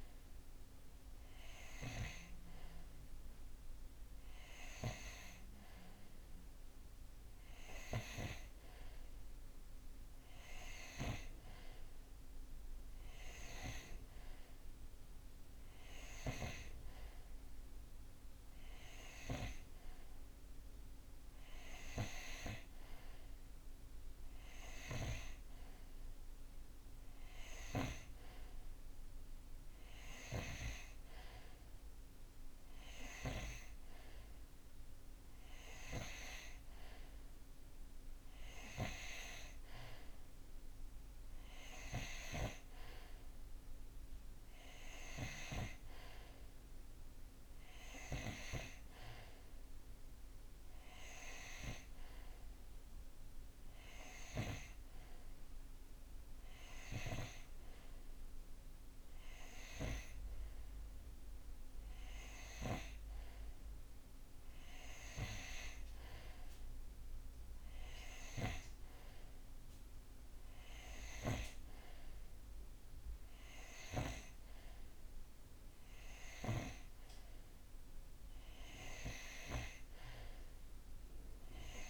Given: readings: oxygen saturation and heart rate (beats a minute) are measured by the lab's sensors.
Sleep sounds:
breathing in sleep by a room microphone; none
none scored
From the record:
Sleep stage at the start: N2 (light sleep); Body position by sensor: on the right side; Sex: male

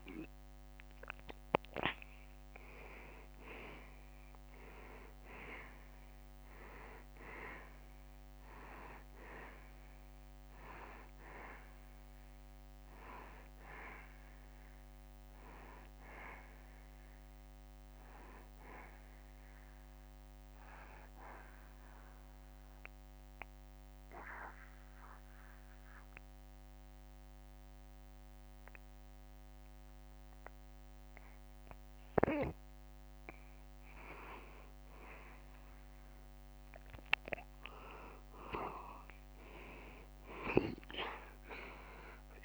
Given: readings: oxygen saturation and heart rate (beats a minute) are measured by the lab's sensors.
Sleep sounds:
breathing in sleep by a microphone on the trachea; 1
0.00-2.50 s: arousal
0.00-21.50 s: oxygen desaturation (device-marked, oxygen 89% lowest, heart rate 70 extreme)
20.00-32.50 s: obstructive apnea (oxygen 93% before, 87% lowest, heart rate 76 before, 70 extreme, up 2 after)
36.00-40.00 s: arousal
40.50-42.45 s: oxygen desaturation (device-marked, oxygen 94% before, 87% lowest, heart rate 73 before, 73 extreme)
From the record:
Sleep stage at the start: N2 (light sleep); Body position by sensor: on the back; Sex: male

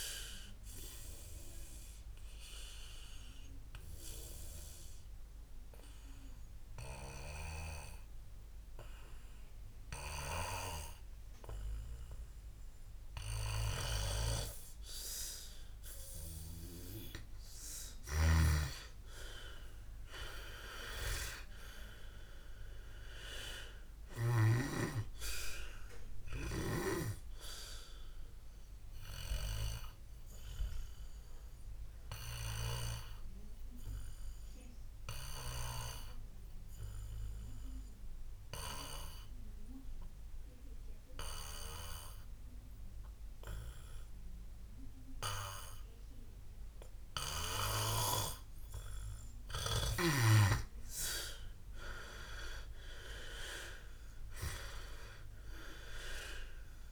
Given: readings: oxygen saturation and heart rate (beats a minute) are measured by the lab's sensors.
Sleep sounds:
breathing in sleep by a room microphone; 2
0.50-16.00 s: obstructive apnea (oxygen 100% before, 92% lowest, heart rate 66 before, 62 extreme, up 10 after)
10.00-18.00 s: oxygen desaturation (device-marked, oxygen 98% before, 95% lowest, heart rate 65 before, 62 extreme)
18.50-22.50 s: arousal
18.50-25.00 s: snoring (device-marked)
24.00-36.00 s: oxygen desaturation (device-marked, oxygen 99% before, 92% lowest, heart rate 66 before, 62 extreme)
29.50-49.00 s: obstructive apnea (oxygen 99% before, 89% lowest, heart rate 68 before, 63 extreme, up 9 after)
51.00-55.50 s: arousal
55.00-56.92 s: oxygen desaturation (device-marked, oxygen 99% before, 95% lowest, heart rate 66 before, 63 extreme)
From the record:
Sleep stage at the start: N2 (light sleep); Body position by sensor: on the back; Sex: male

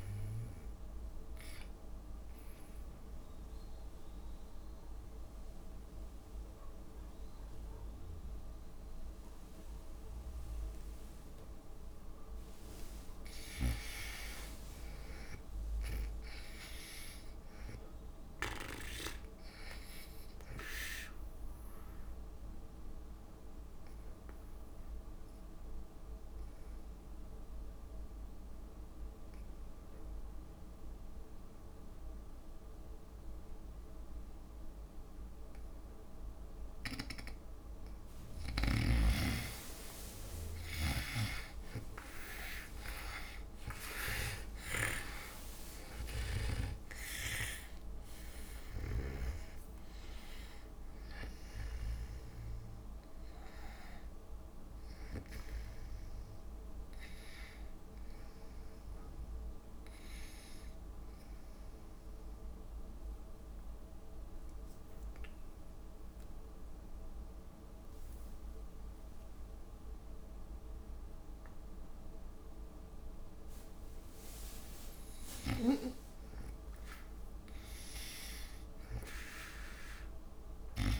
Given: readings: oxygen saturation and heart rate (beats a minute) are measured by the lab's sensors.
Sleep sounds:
breathing in sleep by a room microphone; 3
0.00-5.50 s: oxygen desaturation (device-marked, oxygen 88% lowest)
3.00-13.50 s: obstructive apnea (oxygen 97% before, 80% lowest)
15.00-19.00 s: arousal
21.50-29.50 s: oxygen desaturation (device-marked, oxygen 98% before, 93% lowest)
22.00-38.00 s: obstructive apnea (oxygen 98% before, 80% lowest)
36.50-58.50 s: oxygen desaturation (device-marked, oxygen 96% before, 80% lowest)
39.00-42.50 s: arousal
41.00-47.00 s: snoring (device-marked)
58.50-75.50 s: obstructive apnea (oxygen 97% before, 88% lowest)
75.50-81.00 s: oxygen desaturation (device-marked, oxygen 98% before, 95% lowest)
76.00-80.50 s: arousal
From the record:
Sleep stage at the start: N2 (light sleep); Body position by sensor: on the back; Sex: female

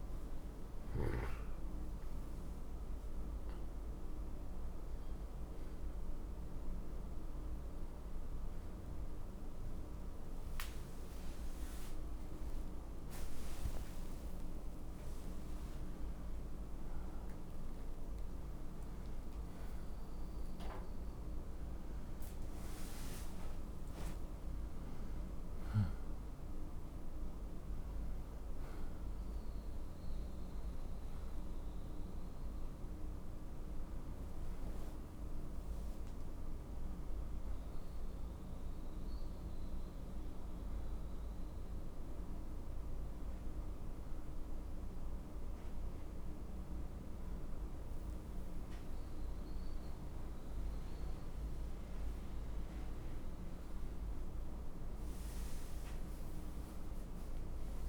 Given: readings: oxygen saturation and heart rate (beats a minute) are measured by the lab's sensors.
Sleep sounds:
a person awake in a sleep study, hard to hear, by a room microphone; none
35.50-57.89 s: new sleep stage, N1 (lightest sleep)
From the record:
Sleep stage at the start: awake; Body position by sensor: on the right side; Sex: male

